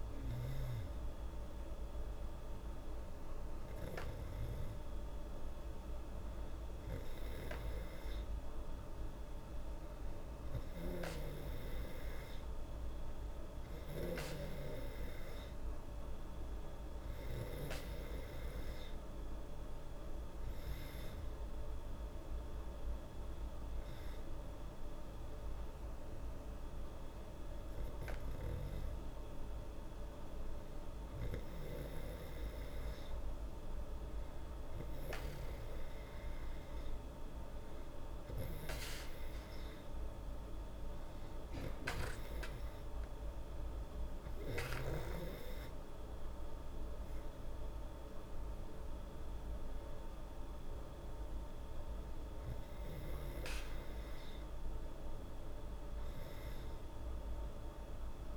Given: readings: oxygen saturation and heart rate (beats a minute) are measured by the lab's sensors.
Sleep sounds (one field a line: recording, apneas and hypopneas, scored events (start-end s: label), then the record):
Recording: breathing in sleep, hard to hear, by a room microphone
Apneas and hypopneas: none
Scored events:
none scored
From the record:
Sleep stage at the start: N2 (light sleep)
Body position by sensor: on the back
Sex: female